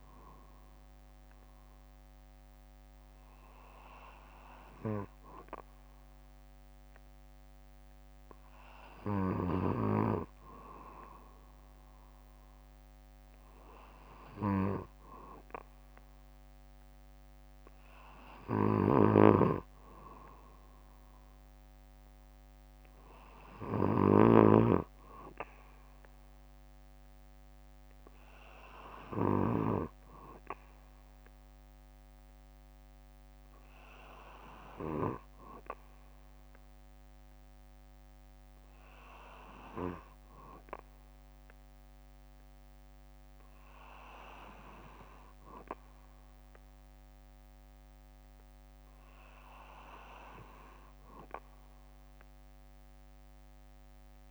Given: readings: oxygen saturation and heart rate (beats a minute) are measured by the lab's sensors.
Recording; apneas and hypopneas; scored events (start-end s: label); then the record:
breathing in sleep by a microphone on the trachea; none
13.00-41.00 s: bradycardia (device-marked, heart rate 61 before, 54 extreme)
From the record:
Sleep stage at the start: N2 (light sleep); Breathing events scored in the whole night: 241 in 4.6 hours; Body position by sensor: on the back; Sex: male